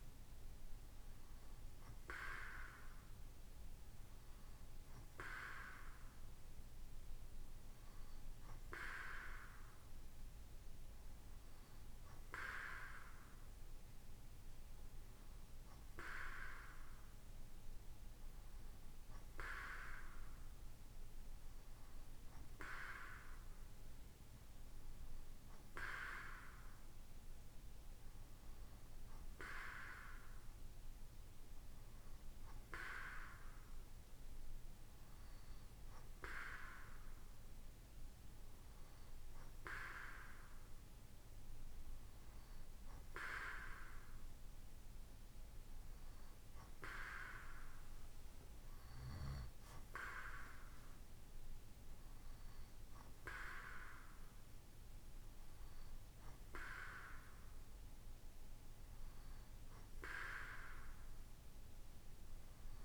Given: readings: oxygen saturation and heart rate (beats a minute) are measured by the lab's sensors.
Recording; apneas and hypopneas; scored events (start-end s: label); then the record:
breathing in sleep by a room microphone; none
none scored
From the record:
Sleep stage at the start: N2 (light sleep); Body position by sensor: on the right side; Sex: male